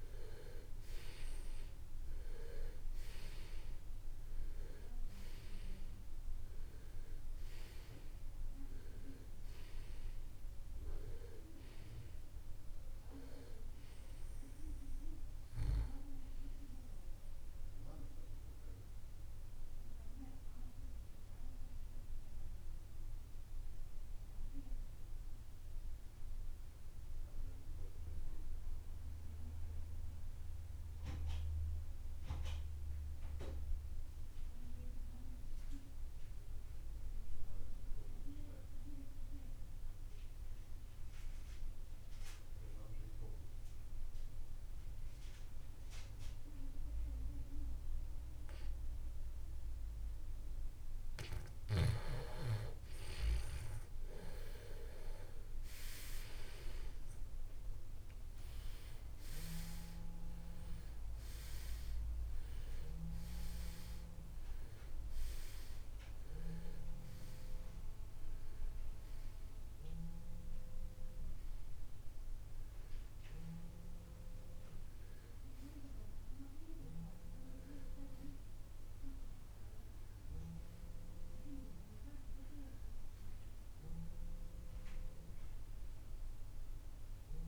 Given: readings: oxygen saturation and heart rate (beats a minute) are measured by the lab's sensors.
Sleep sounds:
breathing in sleep by a room microphone; 1
5.00-44.00 s: oxygen desaturation (device-marked, oxygen 98% before, 87% lowest, heart rate 64 before, 47 extreme)
17.00-51.00 s: obstructive apnea (oxygen 98% before, 84% lowest, heart rate 66 before, 47 extreme, up 7 after)
52.00-56.50 s: arousal
83.00-87.00 s: arousal
From the record:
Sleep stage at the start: REM sleep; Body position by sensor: on the right side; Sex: male

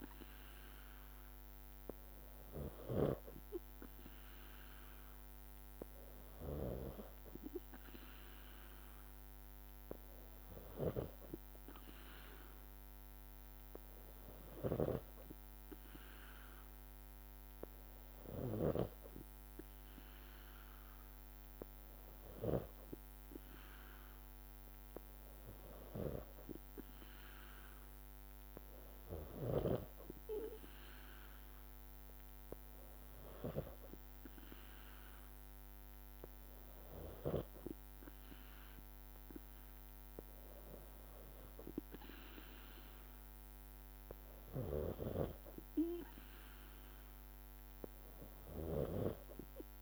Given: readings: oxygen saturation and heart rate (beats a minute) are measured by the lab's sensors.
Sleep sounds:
breathing in sleep by a microphone on the trachea; none
44.50-49.00 s: snoring (device-marked)
From the record:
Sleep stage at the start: N3 (deep sleep); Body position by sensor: on the back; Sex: female

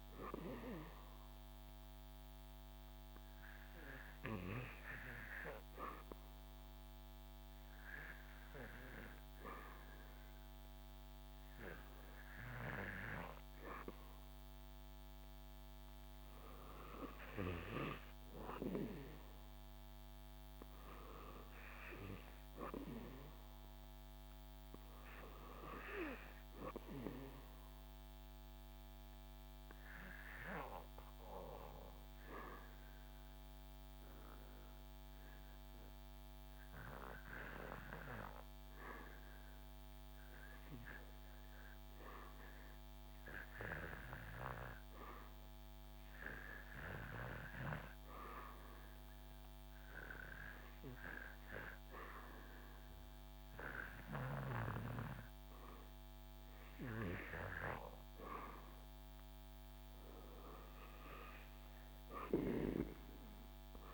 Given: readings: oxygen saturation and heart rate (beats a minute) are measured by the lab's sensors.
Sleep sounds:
breathing in sleep by a microphone on the trachea; 3
0.00-14.50 s: oxygen desaturation (device-marked, oxygen 91% lowest, heart rate 73 extreme)
0.50-13.00 s: hypopnea (oxygen 99% before, 88% lowest, heart rate 75 before, 73 extreme, up 8 after)
2.50-62.50 s: new sleep stage, REM sleep
17.00-21.00 s: arousal
27.50-38.50 s: obstructive apnea (oxygen 98% before, 86% lowest, heart rate 77 before, 75 extreme, up 3 after)
40.00-43.00 s: arousal
48.50-58.50 s: hypopnea (oxygen 98% before, 86% lowest, heart rate 77 before, 78 extreme, up 4 after)
57.50-63.94 s: oxygen desaturation (device-marked, oxygen 97% before, 86% lowest, heart rate 77 before, 77 extreme)
60.00-63.94 s: arousal
62.50-63.94 s: new sleep stage, N2 (light sleep)
From the record:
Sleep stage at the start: N2 (light sleep); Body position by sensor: on the back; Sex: male

